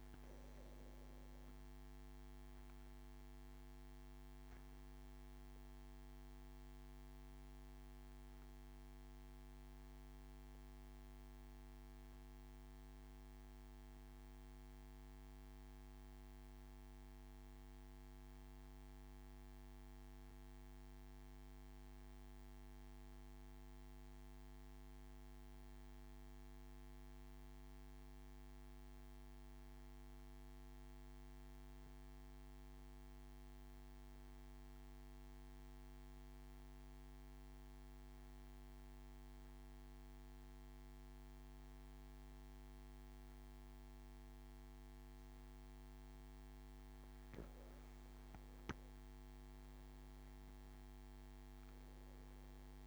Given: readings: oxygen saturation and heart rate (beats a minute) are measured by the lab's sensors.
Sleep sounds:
breathing in sleep, hard to hear, by a microphone on the trachea; 1
0.00-17.00 s: oxygen desaturation (device-marked, oxygen 91% lowest)
2.00-45.00 s: obstructive apnea (oxygen 98% before, 88% lowest)
36.00-52.87 s: oxygen desaturation (device-marked, oxygen 97% before, 88% lowest)
48.00-52.50 s: arousal
From the record:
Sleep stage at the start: N2 (light sleep); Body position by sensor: on the back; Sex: male

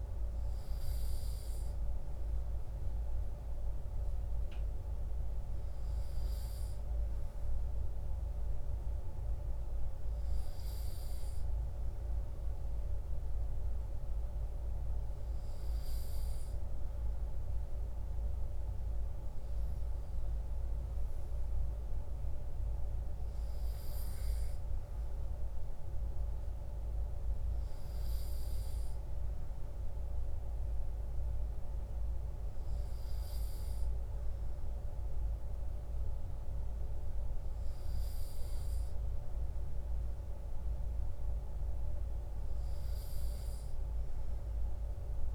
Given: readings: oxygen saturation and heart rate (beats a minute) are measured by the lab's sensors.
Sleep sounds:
breathing in sleep, hard to hear, by a room microphone; none
none scored
From the record:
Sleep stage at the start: N2 (light sleep); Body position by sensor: on the right side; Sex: male

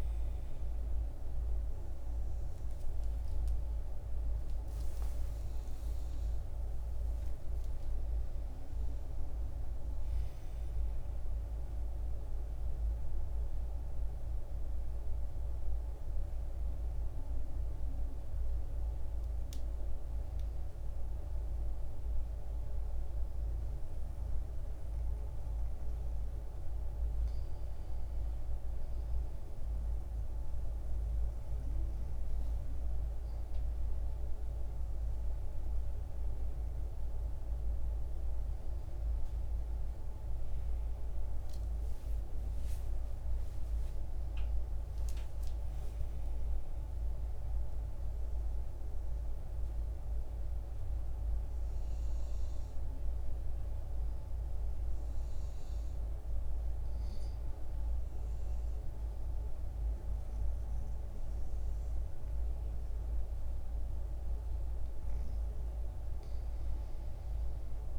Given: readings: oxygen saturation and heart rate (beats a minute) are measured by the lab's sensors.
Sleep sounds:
breathing in sleep, hard to hear, by a room microphone; none
0.00-15.50 s: oxygen desaturation (device-marked, oxygen 90% lowest, heart rate 62 extreme)
34.50-39.00 s: arousal
35.50-50.50 s: oxygen desaturation (device-marked, oxygen 96% before, 92% lowest, heart rate 64 before, 62 extreme)
46.50-67.99 s: new sleep stage, N2 (light sleep)
From the record:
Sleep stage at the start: N1 (lightest sleep); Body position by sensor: on the right side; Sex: male

